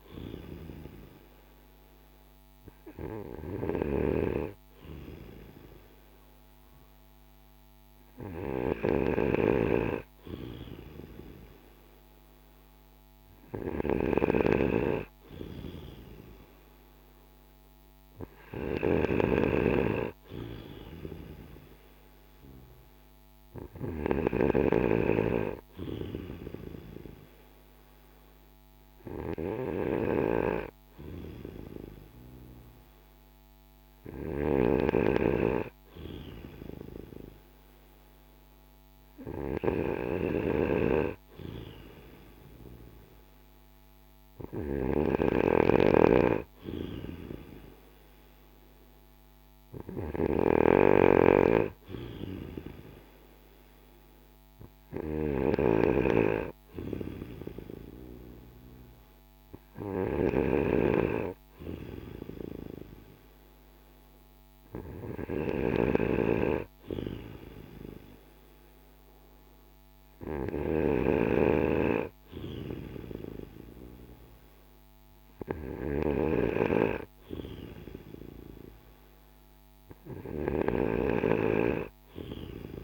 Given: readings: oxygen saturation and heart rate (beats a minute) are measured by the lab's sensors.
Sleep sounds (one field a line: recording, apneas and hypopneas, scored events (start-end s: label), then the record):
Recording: breathing in sleep by a microphone on the trachea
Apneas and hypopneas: none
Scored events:
18.50-24.00 s: snoring (device-marked)
55.00-60.50 s: snoring (device-marked)
From the record:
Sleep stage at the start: N2 (light sleep)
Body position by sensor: on the back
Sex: male